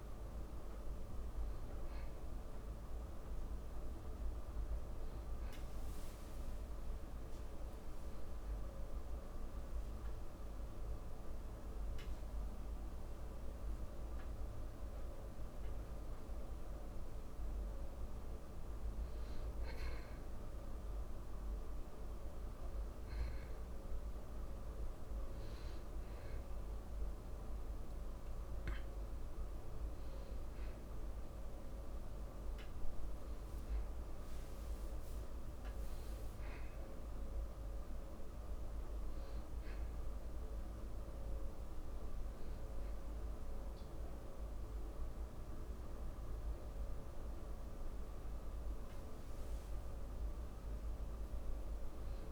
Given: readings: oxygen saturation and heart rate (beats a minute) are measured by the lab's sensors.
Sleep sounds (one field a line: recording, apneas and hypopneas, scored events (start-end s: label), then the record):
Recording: breathing in sleep, hard to hear, by a room microphone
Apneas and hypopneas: none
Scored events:
30.00-52.32 s: new sleep stage, N2 (light sleep)
From the record:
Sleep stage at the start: N1 (lightest sleep)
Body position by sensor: on the back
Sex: male